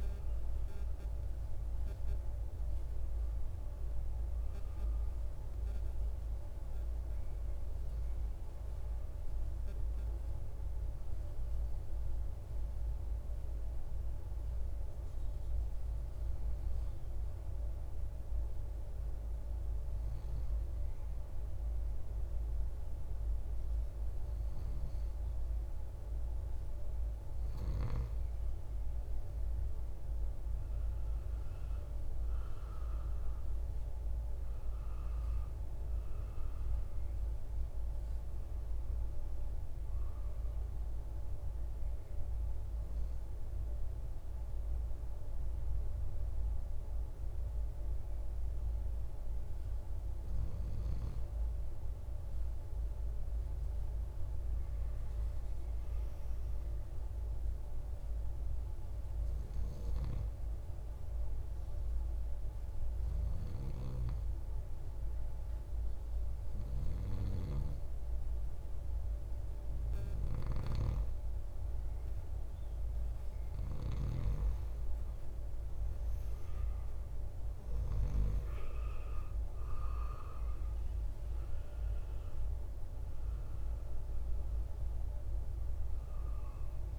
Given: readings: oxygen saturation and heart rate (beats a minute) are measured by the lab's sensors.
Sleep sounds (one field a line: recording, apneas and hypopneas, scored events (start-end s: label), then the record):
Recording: breathing in sleep, hard to hear, by a room microphone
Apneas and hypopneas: 2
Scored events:
6.00-17.50 s: hypopnea (oxygen 100% before, 95% lowest, heart rate 60 before, 56 extreme, up 6 after)
18.00-23.50 s: arousal
56.00-69.00 s: hypopnea (oxygen 97% before, 94% lowest, heart rate 59 before, 56 extreme, up 7 after)
71.00-75.00 s: arousal
77.50-86.98 s: new sleep stage, REM sleep
From the record:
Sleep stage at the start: N2 (light sleep)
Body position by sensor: on the right side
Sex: male